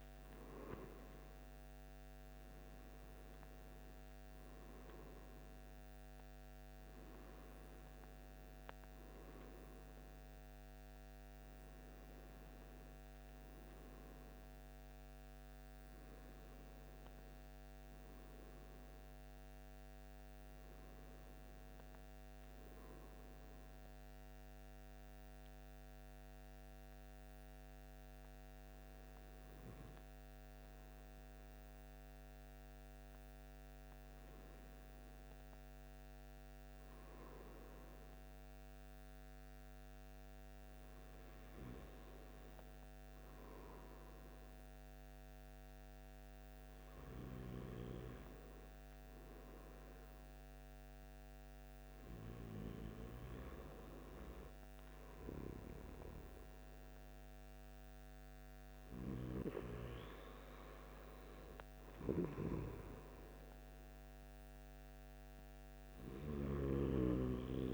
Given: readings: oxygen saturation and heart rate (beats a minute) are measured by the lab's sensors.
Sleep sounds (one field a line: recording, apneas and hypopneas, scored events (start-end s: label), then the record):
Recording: breathing in sleep by a microphone on the trachea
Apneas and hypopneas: 1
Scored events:
18.50-22.00 s: arousal
24.00-34.50 s: mixed apnea (oxygen 97% before, 94% lowest, heart rate 74 before, 73 extreme, up 3 after)
37.00-40.50 s: arousal
From the record:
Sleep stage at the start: N2 (light sleep)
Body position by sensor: on the right side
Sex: male